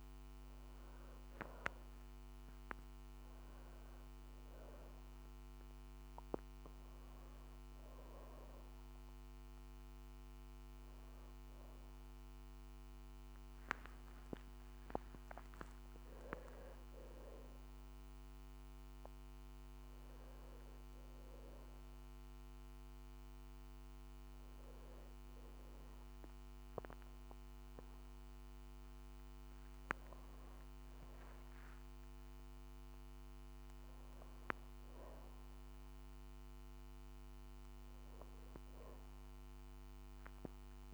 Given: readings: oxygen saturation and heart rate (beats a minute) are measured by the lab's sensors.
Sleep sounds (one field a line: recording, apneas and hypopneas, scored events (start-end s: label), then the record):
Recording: a person awake in a sleep study, by a microphone on the trachea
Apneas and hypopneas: none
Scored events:
none scored
From the record:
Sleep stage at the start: awake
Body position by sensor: on the back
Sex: female